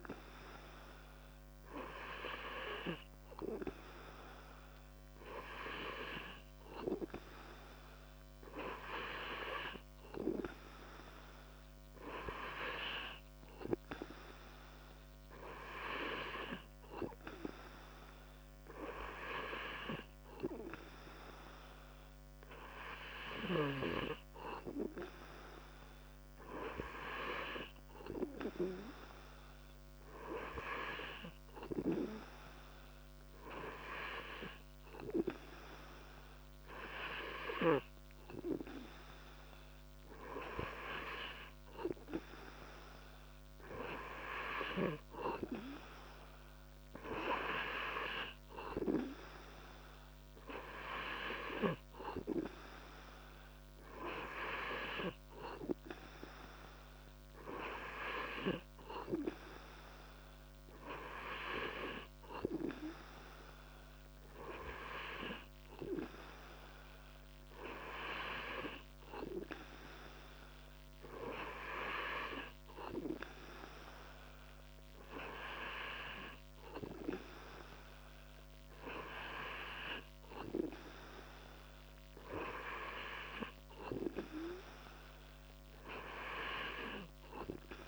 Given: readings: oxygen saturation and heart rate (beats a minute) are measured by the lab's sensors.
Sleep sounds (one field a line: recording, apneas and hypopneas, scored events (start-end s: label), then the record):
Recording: breathing in sleep by a microphone on the trachea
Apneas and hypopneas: none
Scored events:
none scored
From the record:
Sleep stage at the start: N2 (light sleep)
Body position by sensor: on the back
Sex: male